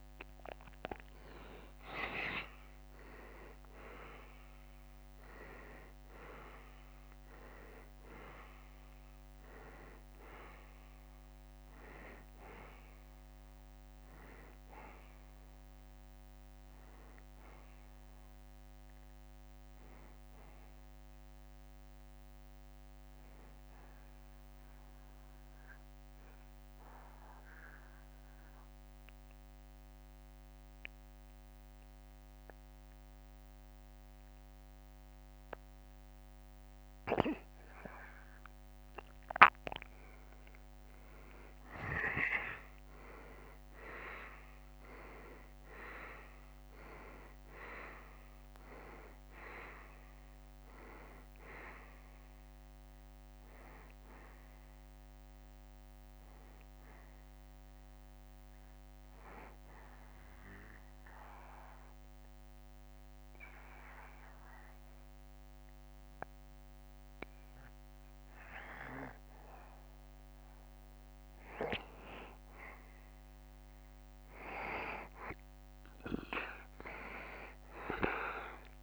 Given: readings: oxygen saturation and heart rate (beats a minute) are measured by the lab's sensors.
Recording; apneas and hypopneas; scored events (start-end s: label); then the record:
breathing in sleep by a microphone on the trachea; 2
0.00-3.50 s: arousal
3.00-31.00 s: oxygen desaturation (device-marked, oxygen 95% before, 88% lowest, heart rate 71 before, 69 extreme)
24.50-38.50 s: obstructive apnea (oxygen 95% before, 87% lowest, heart rate 77 before, 69 extreme, up 5 after)
42.00-46.00 s: arousal
45.00-64.00 s: drop in pulse transit time (device-marked, heart rate 72 before, 72 extreme)
45.00-68.00 s: oxygen desaturation (device-marked, oxygen 95% before, 87% lowest, heart rate 72 before, 70 extreme)
59.50-71.50 s: obstructive apnea (oxygen 96% before, 89% lowest, heart rate 73 before, 70 extreme, up 0 after)
From the record:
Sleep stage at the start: N2 (light sleep); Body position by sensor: on the back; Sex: male